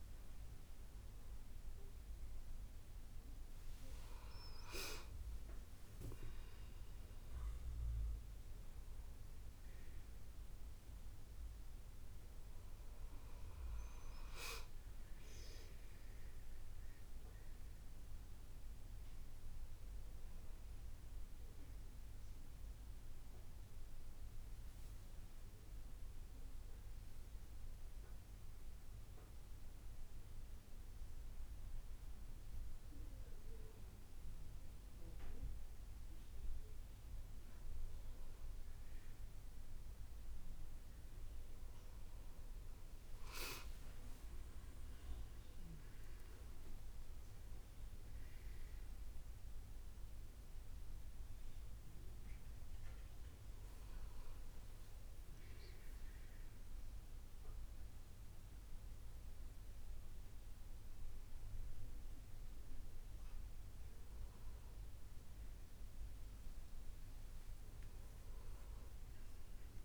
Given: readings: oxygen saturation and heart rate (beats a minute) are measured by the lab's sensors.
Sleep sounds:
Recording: a person awake in a sleep study, hard to hear, by a room microphone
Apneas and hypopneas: none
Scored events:
none scored
From the record:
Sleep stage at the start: awake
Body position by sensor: on the back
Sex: female

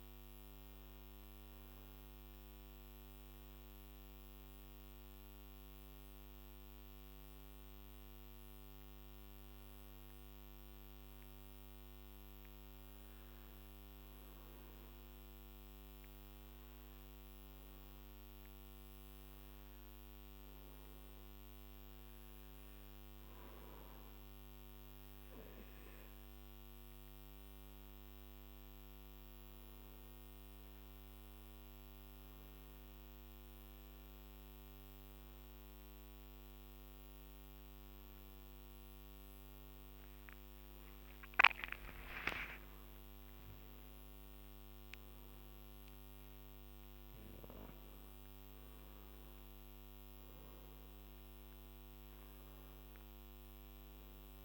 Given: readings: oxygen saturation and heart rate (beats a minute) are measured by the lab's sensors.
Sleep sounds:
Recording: a person partly awake in a sleep study, hard to hear, by a microphone on the trachea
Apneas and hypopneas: 1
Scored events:
6.00-28.50 s: obstructive apnea (oxygen 97% before, 92% lowest, heart rate 56 before, 49 extreme, up 16 after)
32.50-37.50 s: oxygen desaturation (device-marked, oxygen 97% before, 93% lowest, heart rate 54 before, 64 extreme)
33.50-54.44 s: new sleep stage, awake
From the record:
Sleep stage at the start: N2 (light sleep)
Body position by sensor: on the back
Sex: male

